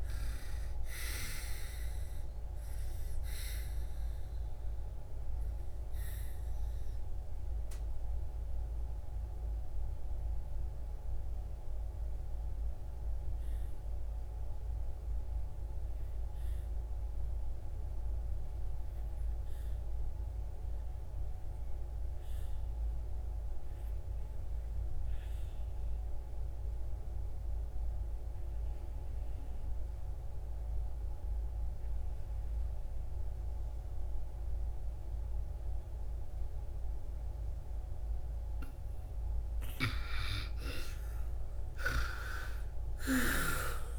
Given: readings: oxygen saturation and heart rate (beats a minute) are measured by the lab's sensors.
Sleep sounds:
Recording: breathing in sleep by a room microphone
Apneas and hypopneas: 1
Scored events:
0.00-15.00 s: oxygen desaturation (device-marked, oxygen 86% lowest)
2.00-37.50 s: obstructive apnea (oxygen 99% before, 75% lowest)
17.00-43.99 s: oxygen desaturation (device-marked, oxygen 98% before, 75% lowest)
42.50-43.99 s: snoring (device-marked)
From the record:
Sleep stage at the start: N2 (light sleep)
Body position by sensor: on the back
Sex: female

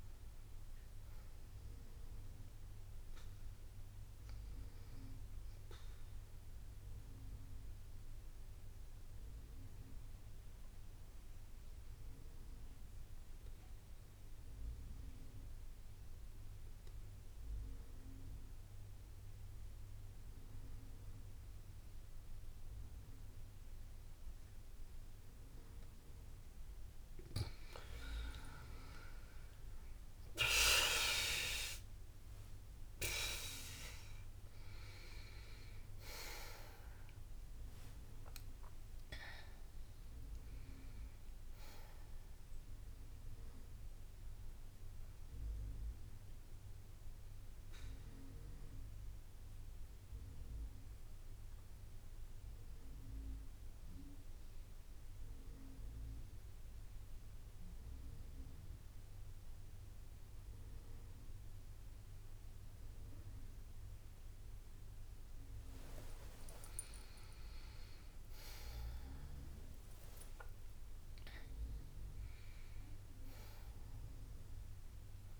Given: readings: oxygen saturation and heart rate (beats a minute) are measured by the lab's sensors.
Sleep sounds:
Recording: breathing in sleep by a room microphone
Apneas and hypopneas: 2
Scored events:
0.00-3.00 s: drop in pulse transit time (device-marked, heart rate 62 extreme)
0.00-16.00 s: oxygen desaturation (device-marked, oxygen 93% lowest, heart rate 59 extreme)
5.50-26.00 s: mixed apnea (oxygen 99% before, 91% lowest, heart rate 63 before, 59 extreme, up 6 after)
7.00-12.00 s: bradycardia (device-marked, heart rate 64 before, 59 extreme)
23.00-26.00 s: bradycardia (device-marked, heart rate 63 before, 61 extreme)
26.00-75.39 s: new sleep stage, N1 (lightest sleep)
27.00-47.00 s: oxygen desaturation (device-marked, oxygen 98% before, 93% lowest, heart rate 60 before, 58 extreme)
27.50-32.00 s: arousal
29.00-44.00 s: drop in pulse transit time (device-marked, heart rate 60 before, 61 extreme)
46.00-52.00 s: bradycardia (device-marked, heart rate 64 before, 58 extreme)
46.00-64.00 s: central apnea (oxygen 98% before, 91% lowest, heart rate 65 before, 58 extreme, up 4 after)
49.00-57.00 s: oxygen desaturation (device-marked, oxygen 96% before, 91% lowest, heart rate 66 before, 59 extreme)
60.00-63.00 s: bradycardia (device-marked, heart rate 64 before, 60 extreme)
66.50-71.00 s: arousal
From the record:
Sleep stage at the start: N2 (light sleep)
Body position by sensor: on the back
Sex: female

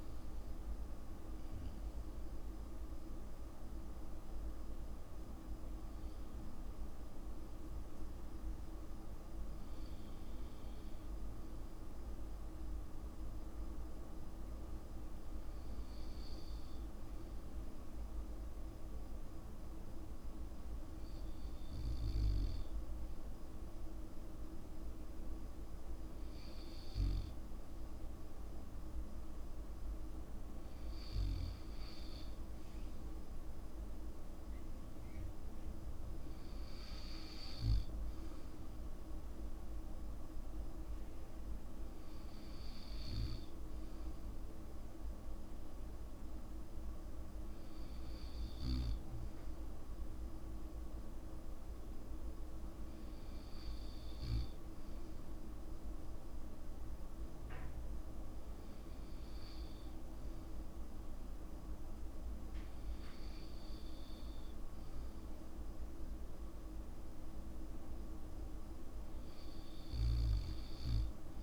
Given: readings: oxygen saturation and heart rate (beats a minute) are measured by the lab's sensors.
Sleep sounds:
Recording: breathing in sleep, hard to hear, by a room microphone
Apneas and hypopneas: none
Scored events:
none scored
From the record:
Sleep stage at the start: N2 (light sleep)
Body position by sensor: on the back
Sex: male

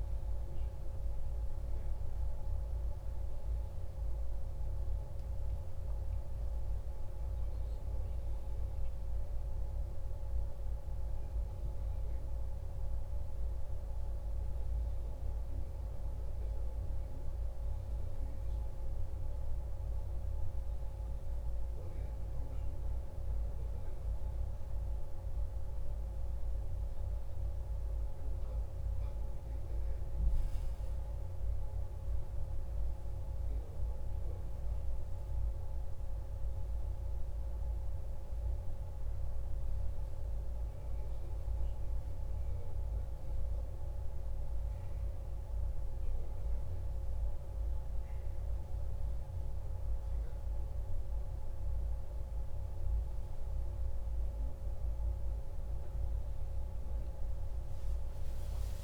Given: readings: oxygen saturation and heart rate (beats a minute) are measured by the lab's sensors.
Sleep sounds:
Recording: a person awake in a sleep study, hard to hear, by a room microphone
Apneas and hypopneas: none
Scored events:
none scored
From the record:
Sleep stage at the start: awake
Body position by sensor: on the back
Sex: male

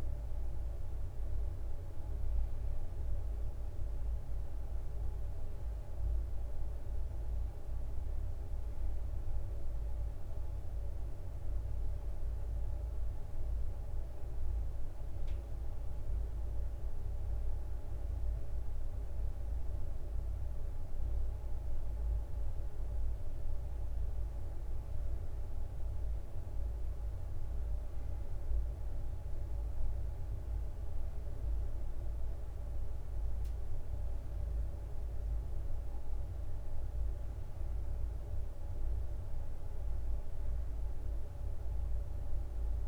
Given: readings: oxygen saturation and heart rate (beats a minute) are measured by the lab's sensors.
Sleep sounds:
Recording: breathing in sleep, hard to hear, by a room microphone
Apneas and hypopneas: none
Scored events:
none scored
From the record:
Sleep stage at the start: N1 (lightest sleep)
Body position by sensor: on the right side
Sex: male

